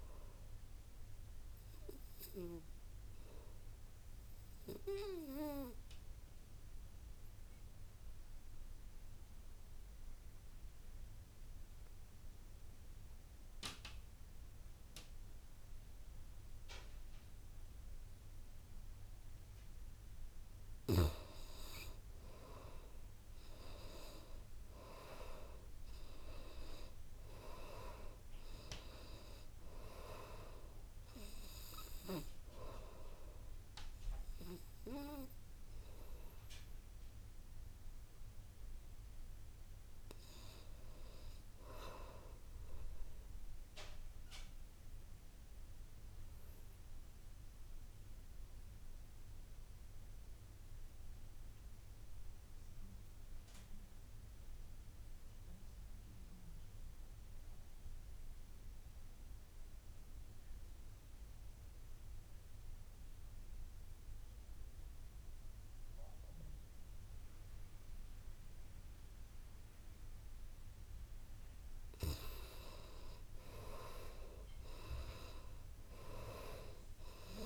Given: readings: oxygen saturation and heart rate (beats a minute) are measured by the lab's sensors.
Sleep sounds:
breathing in sleep by a room microphone; 2
3.50-20.00 s: obstructive apnea (oxygen 99% before, 85% lowest, heart rate 58 before, 56 extreme, up 8 after)
22.00-25.50 s: arousal
22.00-49.00 s: oxygen desaturation (device-marked, oxygen 96% before, 85% lowest, heart rate 59 before, 54 extreme)
44.00-72.50 s: obstructive apnea (oxygen 96% before, 79% lowest, heart rate 62 before, 54 extreme, up 9 after)
69.00-77.46 s: oxygen desaturation (device-marked, oxygen 96% before, 79% lowest, heart rate 57 before, 54 extreme)
74.50-77.46 s: arousal
From the record:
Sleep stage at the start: N2 (light sleep); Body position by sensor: on the back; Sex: male

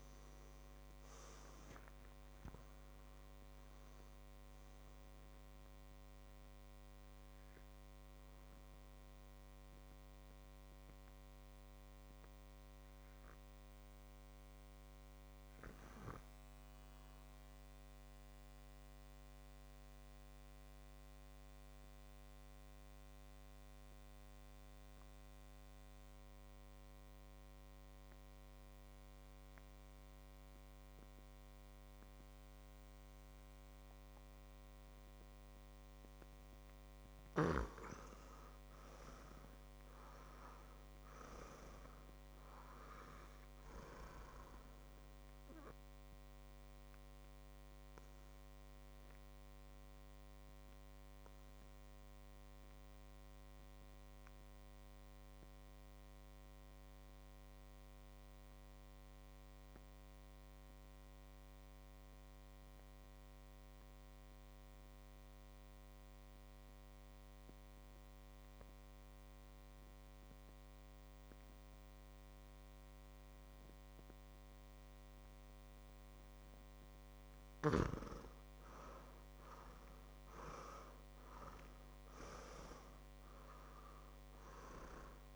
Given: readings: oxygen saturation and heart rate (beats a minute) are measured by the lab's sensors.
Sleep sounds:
breathing in sleep by a microphone on the trachea; 2
0.00-23.00 s: oxygen desaturation (device-marked, oxygen 86% lowest, heart rate 52 extreme)
7.50-36.00 s: mixed apnea (oxygen 99% before, 86% lowest, heart rate 75 before, 52 extreme, up 9 after)
37.50-40.50 s: arousal
38.00-61.00 s: oxygen desaturation (device-marked, oxygen 99% before, 89% lowest, heart rate 58 before, 58 extreme)
44.50-76.00 s: obstructive apnea (oxygen 100% before, 87% lowest, heart rate 60 before, 58 extreme, up 7 after)
77.00-85.36 s: oxygen desaturation (device-marked, oxygen 98% before, 87% lowest, heart rate 61 before, 53 extreme)
79.50-83.00 s: arousal
From the record:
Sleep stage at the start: N2 (light sleep); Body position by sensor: on the back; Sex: male

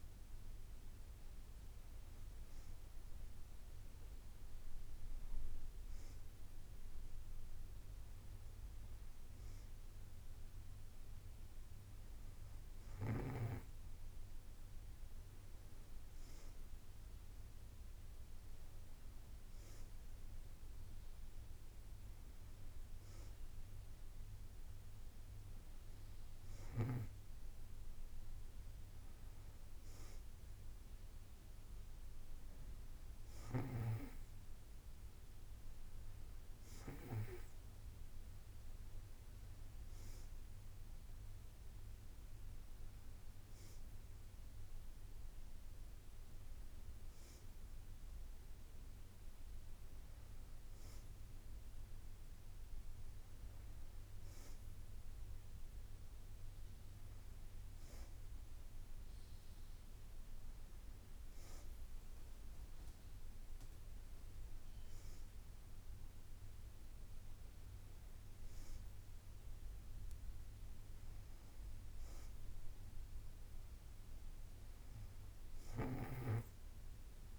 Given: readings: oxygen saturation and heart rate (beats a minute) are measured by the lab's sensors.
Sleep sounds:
breathing in sleep, hard to hear, by a room microphone; none
none scored
From the record:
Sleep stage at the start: N2 (light sleep); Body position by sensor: on the back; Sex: female

